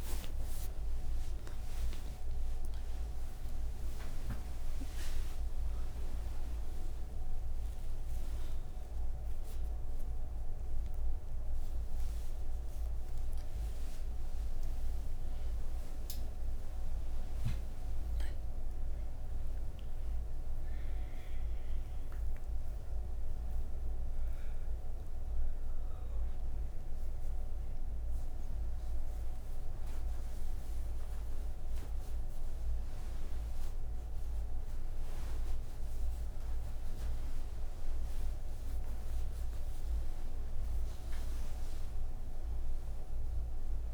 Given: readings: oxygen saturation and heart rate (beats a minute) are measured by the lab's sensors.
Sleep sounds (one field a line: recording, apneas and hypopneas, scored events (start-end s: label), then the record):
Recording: breathing in sleep, hard to hear, by a room microphone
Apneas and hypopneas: none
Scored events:
38.00-43.94 s: new sleep stage, N3 (deep sleep)
From the record:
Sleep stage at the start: N1 (lightest sleep)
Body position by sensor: on the right side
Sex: female